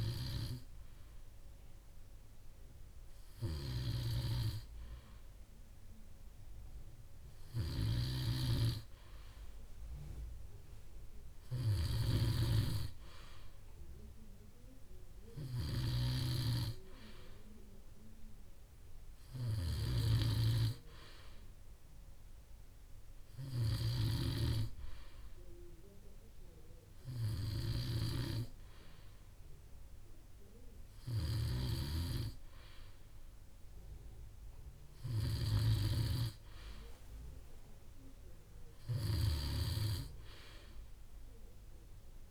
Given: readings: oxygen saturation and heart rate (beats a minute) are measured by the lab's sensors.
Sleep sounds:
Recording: breathing in sleep by a room microphone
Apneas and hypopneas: none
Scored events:
4.50-42.31 s: snoring (device-marked)
From the record:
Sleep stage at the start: N2 (light sleep)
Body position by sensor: on the back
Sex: male

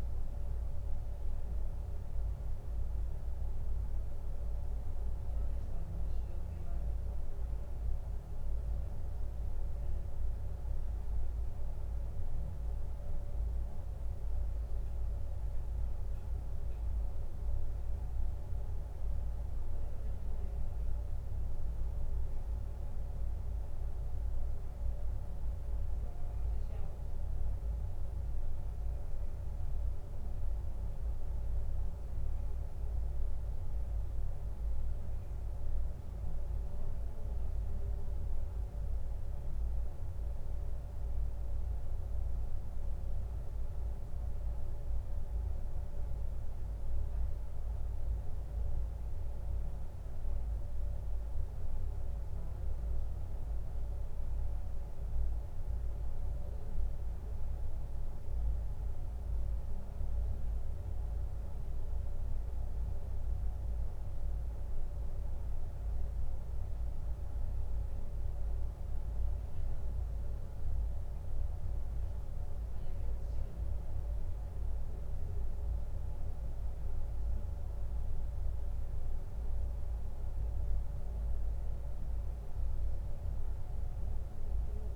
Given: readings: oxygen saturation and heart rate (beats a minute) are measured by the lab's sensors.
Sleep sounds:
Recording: breathing in sleep, hard to hear, by a room microphone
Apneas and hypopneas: none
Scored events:
none scored
From the record:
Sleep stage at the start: N2 (light sleep)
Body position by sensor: on the back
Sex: male

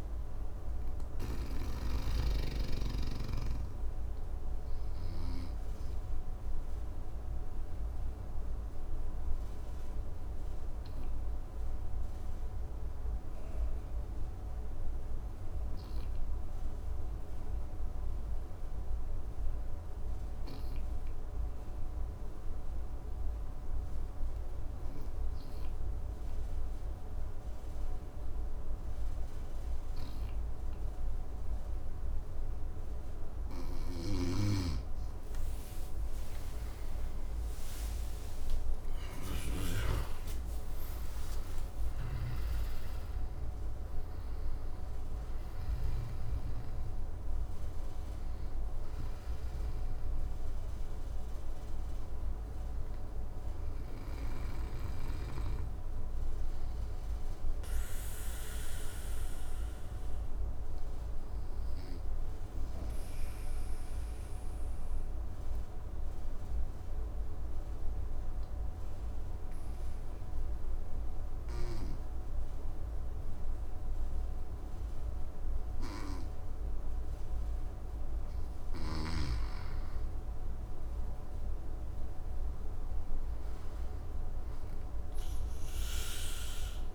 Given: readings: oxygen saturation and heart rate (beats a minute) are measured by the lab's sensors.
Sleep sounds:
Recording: breathing in sleep by a room microphone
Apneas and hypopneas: 2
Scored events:
0.00-1.00 s: arousal
0.00-1.00 s: snoring (device-marked)
6.00-31.50 s: obstructive apnea (oxygen 99% before, 95% lowest, heart rate 58 before, 54 extreme, up 19 after)
33.50-39.00 s: snoring (device-marked)
35.50-41.00 s: arousal
41.00-53.50 s: snoring (device-marked)
60.00-77.00 s: obstructive apnea (oxygen 97% before, 90% lowest, heart rate 73 before, 55 extreme, up 6 after)
78.50-83.00 s: arousal
79.50-86.95 s: oxygen desaturation (device-marked, oxygen 99% before, 95% lowest, heart rate 56 before, 54 extreme)
From the record:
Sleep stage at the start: N2 (light sleep)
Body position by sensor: on the back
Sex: male

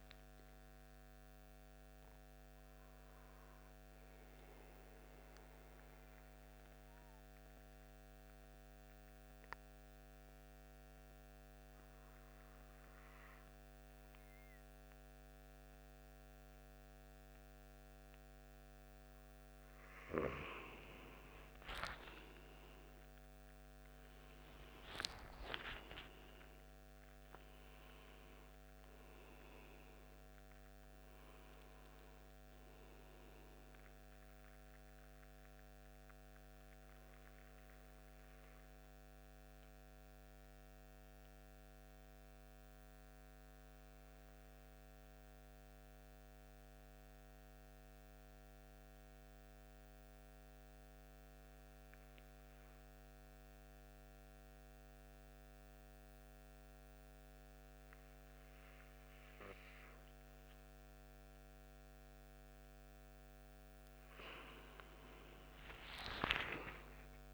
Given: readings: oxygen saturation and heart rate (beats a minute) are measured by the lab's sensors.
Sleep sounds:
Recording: breathing in sleep by a microphone on the trachea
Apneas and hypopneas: 2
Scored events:
4.00-19.00 s: central apnea (oxygen 97% before, 91% lowest, heart rate 88 before, 72 extreme, up 22 after)
21.00-25.00 s: arousal
22.00-47.00 s: oxygen desaturation (device-marked, oxygen 97% before, 92% lowest, heart rate 77 before, 74 extreme)
35.00-62.00 s: mixed apnea (oxygen 97% before, 91% lowest, heart rate 84 before, 74 extreme, up 25 after)
60.00-67.34 s: oxygen desaturation (device-marked, oxygen 97% before, 91% lowest, heart rate 78 before, 77 extreme)
65.00-67.34 s: arousal
From the record:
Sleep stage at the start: N2 (light sleep)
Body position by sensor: on the back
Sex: male

